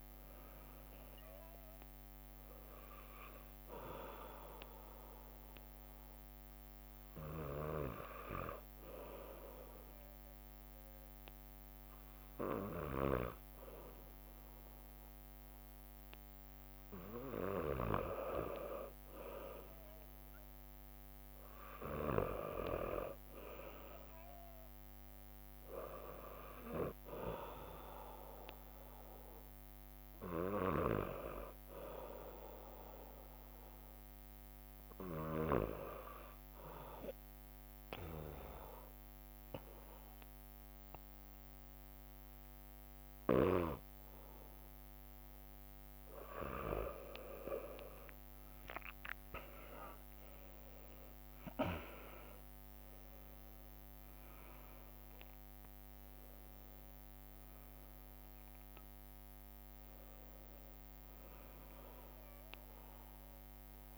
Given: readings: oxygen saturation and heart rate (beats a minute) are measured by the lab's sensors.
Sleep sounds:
breathing in sleep by a microphone on the trachea; 2
0.00-2.50 s: arousal
0.00-2.50 s: drop in pulse transit time (device-marked, heart rate 61 extreme)
6.50-17.50 s: hypopnea (oxygen 98% before, 92% lowest, heart rate 62 before, 62 extreme, up 2 after)
19.50-24.00 s: arousal
37.00-48.00 s: mixed apnea (oxygen 97% before, 92% lowest, heart rate 63 before, 61 extreme, up 8 after)
47.50-53.50 s: leg movement (device-marked)
48.50-63.98 s: oxygen desaturation (device-marked, oxygen 97% before, 92% lowest, heart rate 63 before, 61 extreme)
49.50-55.00 s: arousal
From the record:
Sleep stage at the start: N2 (light sleep); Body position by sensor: on the back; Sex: male

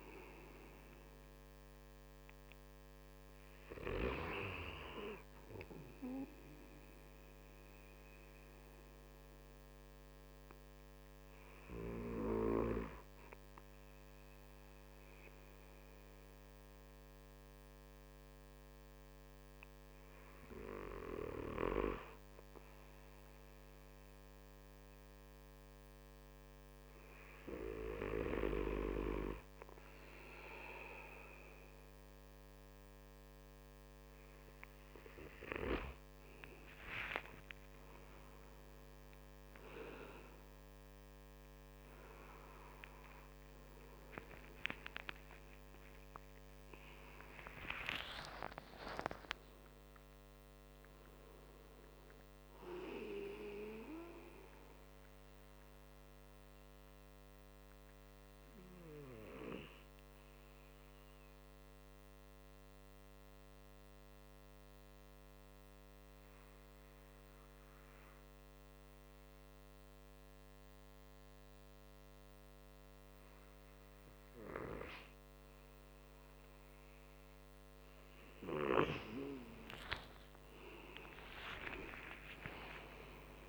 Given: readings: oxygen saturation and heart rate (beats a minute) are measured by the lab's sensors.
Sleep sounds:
breathing in sleep by a microphone on the trachea; 2
9.00-35.00 s: hypopnea (oxygen 98% before, 92% lowest, heart rate 73 before, 83 extreme, up 20 after)
37.00-44.00 s: arousal
56.50-75.50 s: obstructive apnea (oxygen 97% before, 92% lowest, heart rate 138 before, 146 extreme, up 23 after)
81.00-83.49 s: arousal
From the record:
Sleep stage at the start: N2 (light sleep); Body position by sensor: on the right side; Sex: male

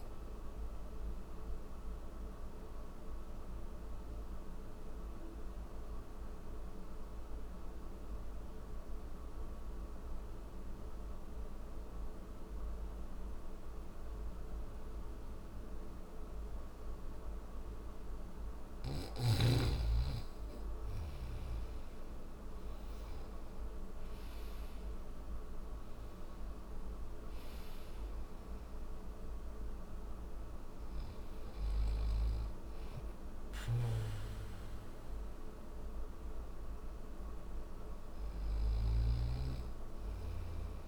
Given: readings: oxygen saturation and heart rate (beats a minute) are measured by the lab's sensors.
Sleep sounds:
breathing in sleep, hard to hear, by a room microphone; none
32.00-38.00 s: snoring (device-marked)
38.50-40.87 s: new sleep stage, N1 (lightest sleep)
From the record:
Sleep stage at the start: N3 (deep sleep); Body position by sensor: on the back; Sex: male

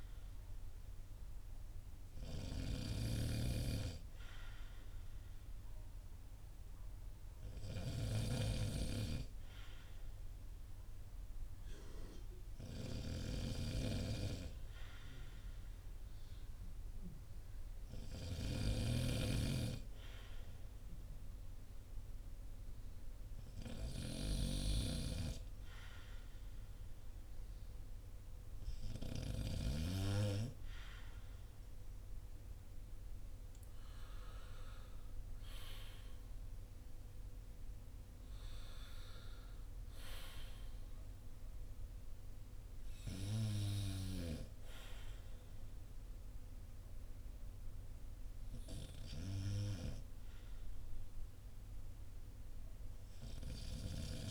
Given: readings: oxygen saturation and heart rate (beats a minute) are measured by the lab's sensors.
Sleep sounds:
breathing in sleep by a room microphone; none
0.00-18.00 s: snoring (device-marked)
24.00-29.00 s: snoring (device-marked)
From the record:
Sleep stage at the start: N2 (light sleep); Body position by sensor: on the back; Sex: male

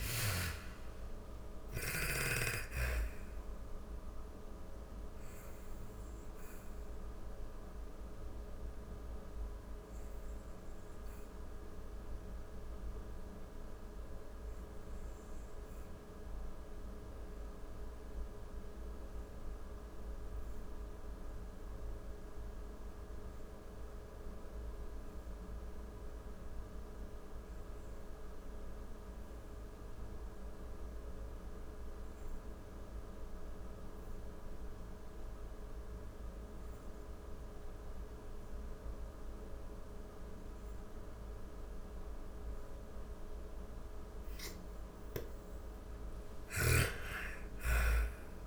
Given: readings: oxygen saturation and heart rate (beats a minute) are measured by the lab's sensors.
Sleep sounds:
breathing in sleep by a room microphone; 1
0.00-20.50 s: oxygen desaturation (device-marked, oxygen 79% lowest, heart rate 38 extreme)
2.00-44.00 s: obstructive apnea (oxygen 99% before, 78% lowest, heart rate 72 before, 38 extreme, up 45 after)
33.50-48.47 s: oxygen desaturation (device-marked, oxygen 99% before, 78% lowest, heart rate 51 before, 45 extreme)
44.50-48.47 s: snoring (device-marked)
46.50-48.47 s: arousal
From the record:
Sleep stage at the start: N2 (light sleep); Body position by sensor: on the back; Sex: female

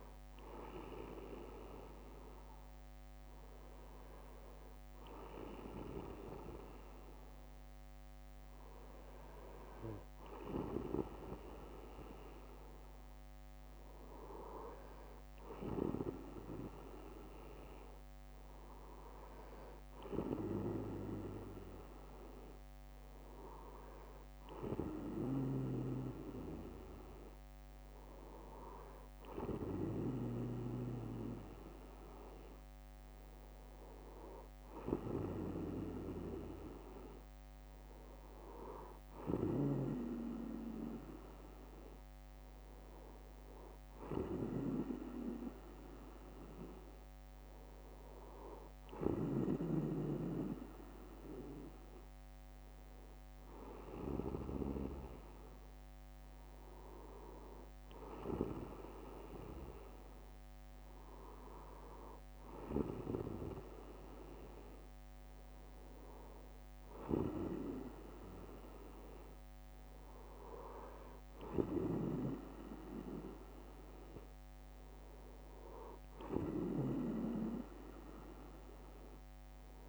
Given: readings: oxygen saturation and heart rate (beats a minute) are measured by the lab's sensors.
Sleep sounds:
breathing in sleep by a microphone on the trachea; none
4.00-6.00 s: bradycardia (device-marked, heart rate 62 before, 59 extreme)
8.00-15.00 s: bradycardia (device-marked, heart rate 62 before, 51 extreme)
18.00-20.00 s: bradycardia (device-marked, heart rate 62 before, 59 extreme)
23.00-25.00 s: bradycardia (device-marked, heart rate 62 before, 63 extreme)
54.00-56.00 s: bradycardia (device-marked, heart rate 62 before, 61 extreme)
67.00-69.00 s: bradycardia (device-marked, heart rate 62 before, 57 extreme)
77.00-79.00 s: bradycardia (device-marked, heart rate 62 before, 61 extreme)
From the record:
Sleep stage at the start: N2 (light sleep); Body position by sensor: on the back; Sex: male

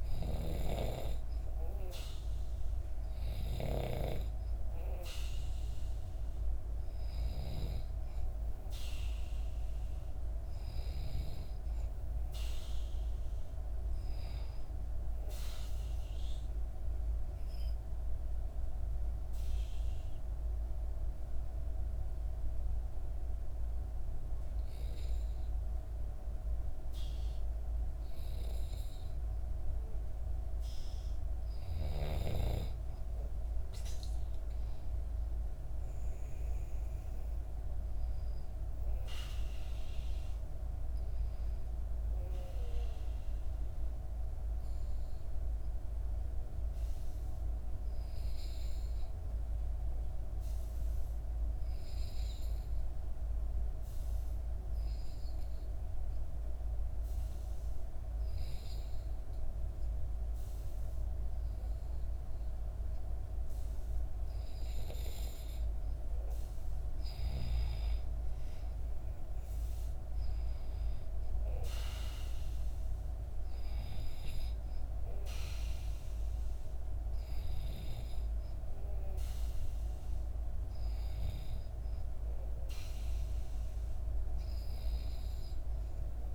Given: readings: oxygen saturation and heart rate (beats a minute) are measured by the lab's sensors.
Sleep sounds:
breathing in sleep by a room microphone; 2
0.00-15.00 s: oxygen desaturation (device-marked, oxygen 91% lowest, heart rate 59 extreme)
16.00-31.00 s: obstructive apnea (oxygen 96% before, 92% lowest, heart rate 62 before, 59 extreme, up 6 after)
34.50-38.00 s: arousal
36.00-53.00 s: oxygen desaturation (device-marked, oxygen 96% before, 93% lowest, heart rate 60 before, 59 extreme)
43.50-65.50 s: obstructive apnea (oxygen 96% before, 90% lowest, heart rate 61 before, 59 extreme, up 6 after)
68.00-71.50 s: arousal
70.00-86.35 s: oxygen desaturation (device-marked, oxygen 96% before, 92% lowest, heart rate 60 before, 59 extreme)
From the record:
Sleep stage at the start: N2 (light sleep); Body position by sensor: on the back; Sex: female

